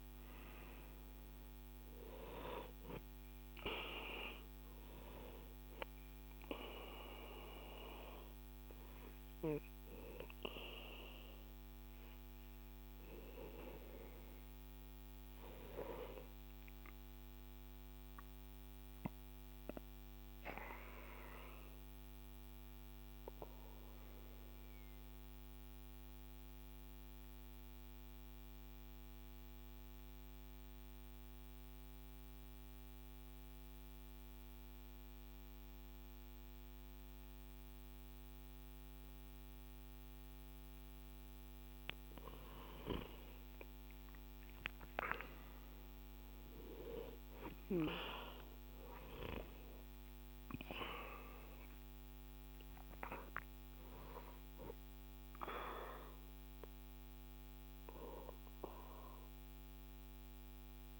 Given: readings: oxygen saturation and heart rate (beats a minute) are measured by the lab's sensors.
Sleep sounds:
breathing in sleep by a microphone on the trachea; 1
2.00-21.00 s: oxygen desaturation (device-marked, oxygen 95% before, 89% lowest, heart rate 73 before, 59 extreme)
17.50-41.00 s: obstructive apnea (oxygen 96% before, 89% lowest, heart rate 71 before, 59 extreme, up 16 after)
43.50-47.00 s: arousal
48.00-61.00 s: oxygen desaturation (device-marked, oxygen 99% before, 94% lowest, heart rate 64 before, 60 extreme)
From the record:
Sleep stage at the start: N2 (light sleep); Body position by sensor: on the back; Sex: male

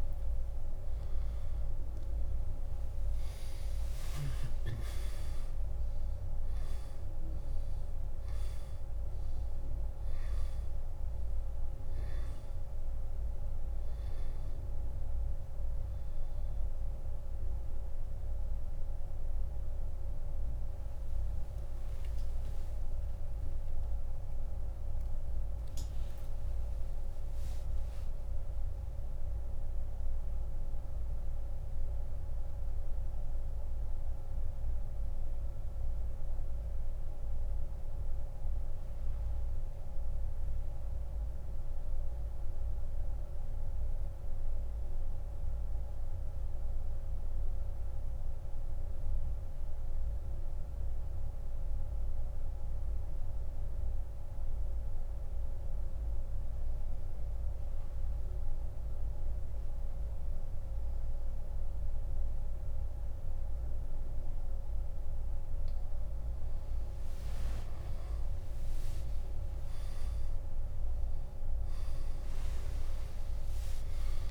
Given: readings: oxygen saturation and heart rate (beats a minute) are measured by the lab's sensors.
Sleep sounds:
breathing in sleep, hard to hear, by a room microphone; 1
0.00-2.00 s: arousal
0.00-28.00 s: oxygen desaturation (device-marked, oxygen 90% lowest)
21.50-27.00 s: arousal
30.50-63.50 s: mixed apnea (oxygen 93% before, 84% lowest, heart rate 66 before, 35 extreme, up 21 after)
37.00-57.00 s: oxygen desaturation (device-marked, oxygen 92% before, 85% lowest, heart rate 78 before, 47 extreme)
68.00-72.50 s: arousal
From the record:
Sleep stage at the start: N2 (light sleep); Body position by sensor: on the back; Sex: male

